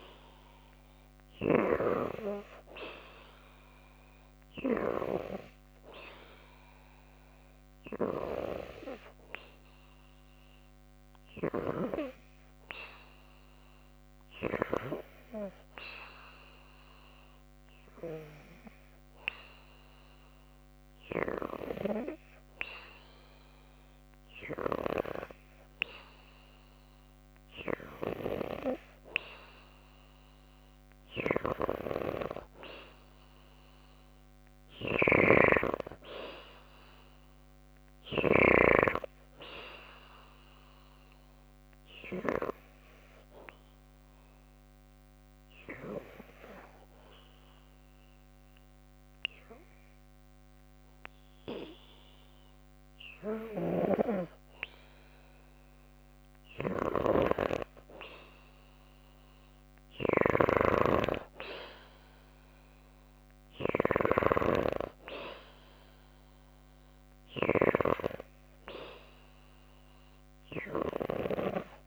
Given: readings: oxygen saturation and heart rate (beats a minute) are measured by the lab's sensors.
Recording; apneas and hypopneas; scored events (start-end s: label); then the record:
breathing in sleep by a microphone on the trachea; 2
9.00-25.00 s: obstructive apnea (oxygen 96% before, 93% lowest, heart rate 57 before, 56 extreme, up 0 after)
28.50-32.00 s: arousal
41.00-53.50 s: obstructive apnea (oxygen 96% before, 93% lowest, heart rate 57 before, 55 extreme, up 1 after)
58.00-62.00 s: arousal
From the record:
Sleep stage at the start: N2 (light sleep); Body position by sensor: on the back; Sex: female